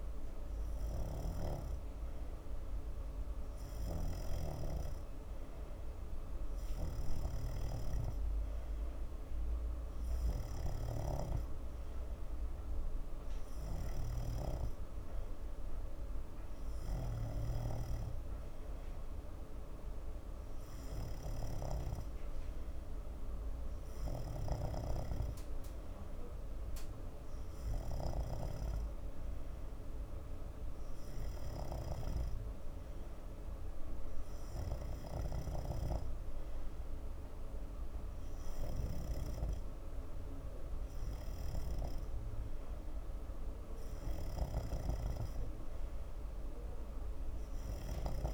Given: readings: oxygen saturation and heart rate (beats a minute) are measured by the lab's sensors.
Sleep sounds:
breathing in sleep by a room microphone; none
0.00-40.00 s: snoring (device-marked)
42.00-48.34 s: snoring (device-marked)
From the record:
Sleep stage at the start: N2 (light sleep); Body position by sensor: on the front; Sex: male

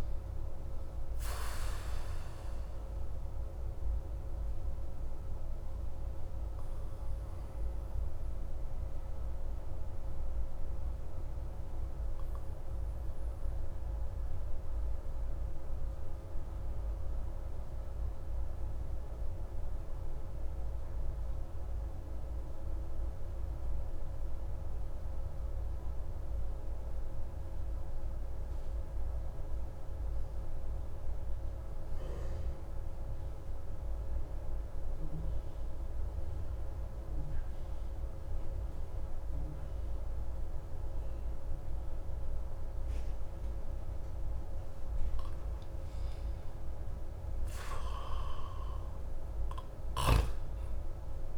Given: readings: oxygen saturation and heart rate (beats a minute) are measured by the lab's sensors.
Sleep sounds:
breathing in sleep, hard to hear, by a room microphone; 1
0.00-2.00 s: arousal
0.00-11.50 s: oxygen desaturation (device-marked, oxygen 92% lowest, heart rate 26 extreme)
4.00-45.00 s: obstructive apnea (oxygen 98% before, 89% lowest)
13.50-25.50 s: oxygen desaturation (device-marked, oxygen 93% before, 90% lowest)
43.50-51.37 s: oxygen desaturation (device-marked, oxygen 96% before, 89% lowest)
47.50-51.37 s: arousal
From the record:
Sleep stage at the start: N2 (light sleep); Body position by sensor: on the back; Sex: male

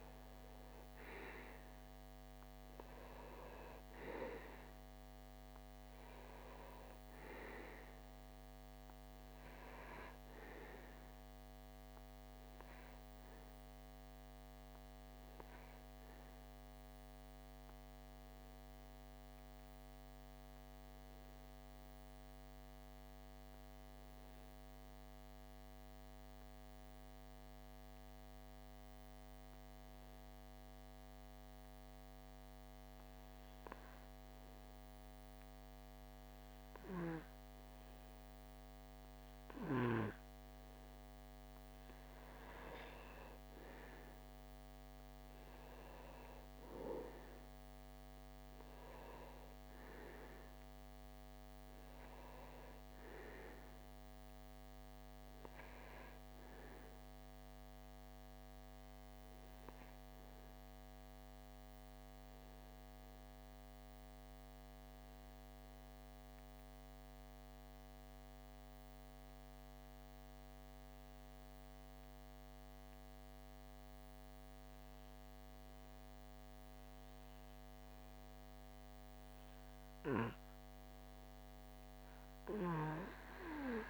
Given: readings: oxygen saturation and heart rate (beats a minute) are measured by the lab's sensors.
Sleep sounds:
breathing in sleep by a microphone on the trachea; 2
0.00-2.50 s: arousal
0.00-21.50 s: oxygen desaturation (device-marked, oxygen 92% lowest)
12.00-39.50 s: obstructive apnea (oxygen 96% before, 92% lowest)
41.00-44.50 s: arousal
56.50-79.50 s: obstructive apnea (oxygen 96% before, 92% lowest)
From the record:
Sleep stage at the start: N2 (light sleep); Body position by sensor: on the back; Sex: male

